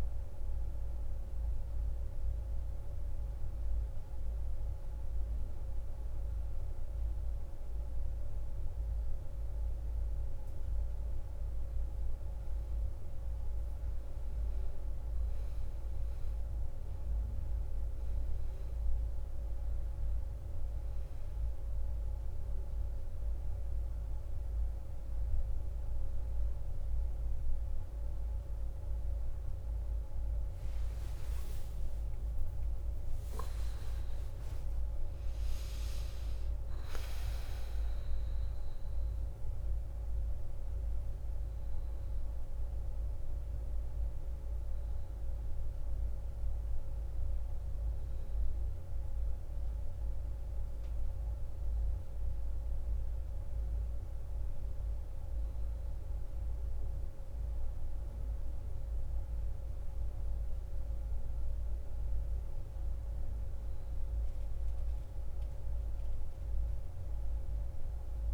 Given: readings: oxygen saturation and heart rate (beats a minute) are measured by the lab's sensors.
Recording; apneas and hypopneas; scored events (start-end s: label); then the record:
breathing in sleep, hard to hear, by a room microphone; 1
1.50-11.50 s: obstructive apnea (oxygen 95% before, 88% lowest)
13.50-17.00 s: arousal
18.00-35.00 s: oxygen desaturation (device-marked, oxygen 93% before, 88% lowest)
37.00-40.00 s: arousal
From the record:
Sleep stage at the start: N1 (lightest sleep); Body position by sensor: on the back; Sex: female